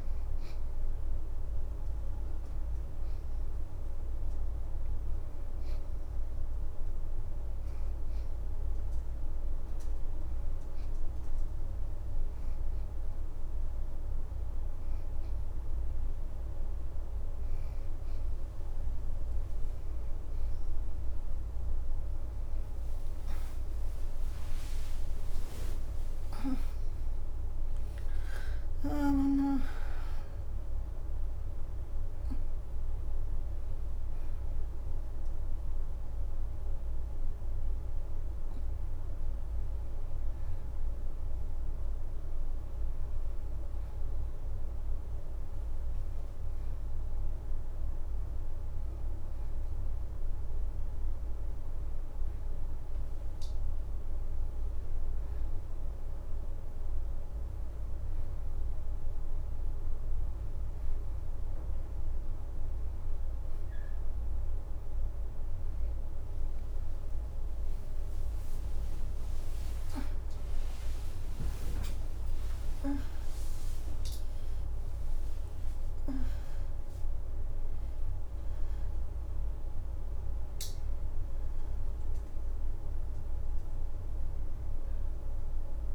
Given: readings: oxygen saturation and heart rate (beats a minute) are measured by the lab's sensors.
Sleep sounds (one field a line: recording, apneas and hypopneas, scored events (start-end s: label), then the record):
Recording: breathing in sleep, hard to hear, by a room microphone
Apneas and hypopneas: 1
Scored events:
4.50-85.95 s: new sleep stage, N1 (lightest sleep)
5.50-15.50 s: hypopnea (oxygen 92% before, 85% lowest, heart rate 60 before, 50 extreme, up 14 after)
9.50-16.00 s: leg movement (device-marked)
18.00-22.00 s: arousal
18.50-20.00 s: leg movement (device-marked)
22.50-50.50 s: oxygen desaturation (device-marked, oxygen 90% before, 85% lowest)
23.50-28.00 s: leg movement (device-marked)
65.50-67.50 s: leg movement (device-marked)
66.50-72.00 s: arousal
From the record:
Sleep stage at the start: N2 (light sleep)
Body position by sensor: on the right side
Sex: female